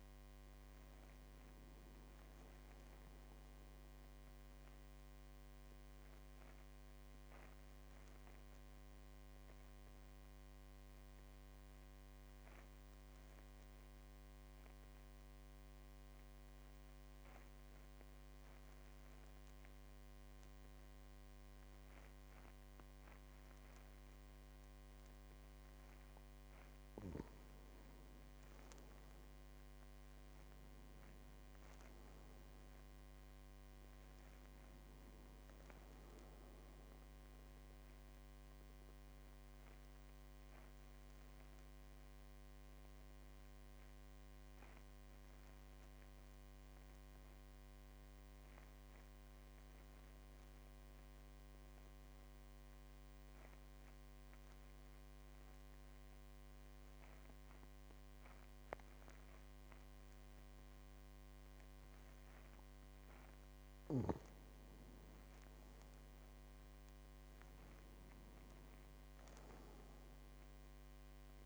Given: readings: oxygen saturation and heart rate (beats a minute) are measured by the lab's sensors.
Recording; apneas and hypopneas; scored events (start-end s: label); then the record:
breathing in sleep, hard to hear, by a microphone on the trachea; 2
0.00-17.00 s: oxygen desaturation (device-marked, oxygen 93% lowest, heart rate 45 extreme)
3.00-26.00 s: obstructive apnea (oxygen 99% before, 90% lowest, heart rate 53 before, 44 extreme, up 5 after)
28.00-32.00 s: arousal
30.00-50.00 s: oxygen desaturation (device-marked, oxygen 99% before, 93% lowest, heart rate 50 before, 44 extreme)
38.00-62.00 s: obstructive apnea (oxygen 99% before, 90% lowest, heart rate 53 before, 44 extreme, up 6 after)
64.00-67.50 s: arousal
65.00-71.46 s: oxygen desaturation (device-marked, oxygen 99% before, 90% lowest, heart rate 48 before, 46 extreme)
From the record:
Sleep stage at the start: N2 (light sleep); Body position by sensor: on the back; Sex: male